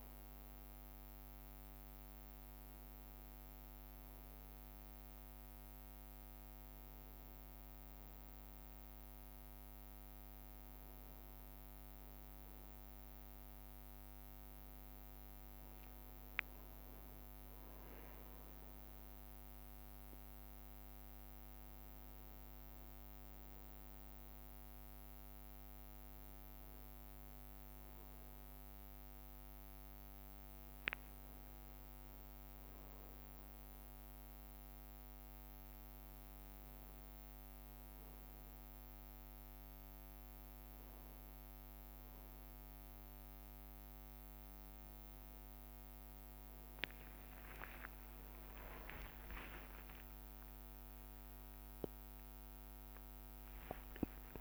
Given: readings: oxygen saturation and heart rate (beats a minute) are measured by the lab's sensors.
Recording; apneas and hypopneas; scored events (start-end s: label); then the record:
a person awake in a sleep study, hard to hear, by a microphone on the trachea; none
0.00-3.00 s: leg movement (device-marked)
0.00-22.00 s: bradycardia (device-marked)
22.50-32.50 s: leg movement (device-marked)
27.00-40.00 s: bradycardia (device-marked)
44.00-51.00 s: bradycardia (device-marked)
44.00-54.00 s: drop in pulse transit time (device-marked)
51.50-53.50 s: long interval between heartbeats (device-marked)
From the record:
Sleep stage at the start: awake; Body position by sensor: on the back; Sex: male